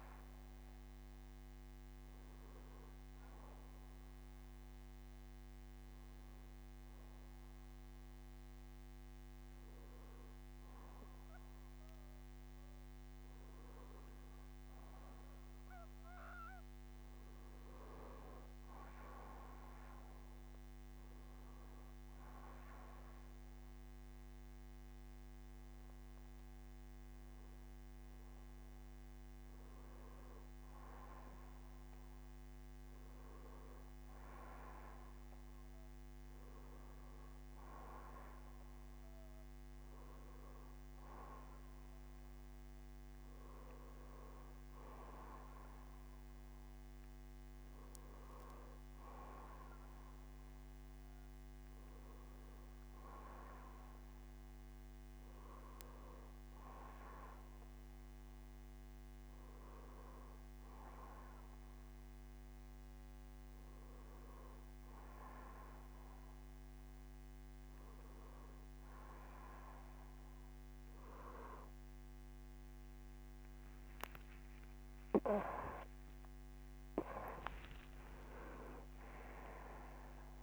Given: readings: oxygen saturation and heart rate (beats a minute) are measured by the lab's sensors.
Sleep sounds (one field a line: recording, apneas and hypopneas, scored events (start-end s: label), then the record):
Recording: breathing in sleep by a microphone on the trachea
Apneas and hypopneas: none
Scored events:
8.00-10.00 s: bradycardia (device-marked, heart rate 62 before, 60 extreme)
25.00-30.00 s: bradycardia (device-marked, heart rate 62 before, 59 extreme)
32.00-34.00 s: bradycardia (device-marked, heart rate 62 before, 53 extreme)
47.00-57.00 s: bradycardia (device-marked, heart rate 62 before, 50 extreme)
73.50-77.00 s: arousal
From the record:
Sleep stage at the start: N2 (light sleep)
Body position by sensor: on the back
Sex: male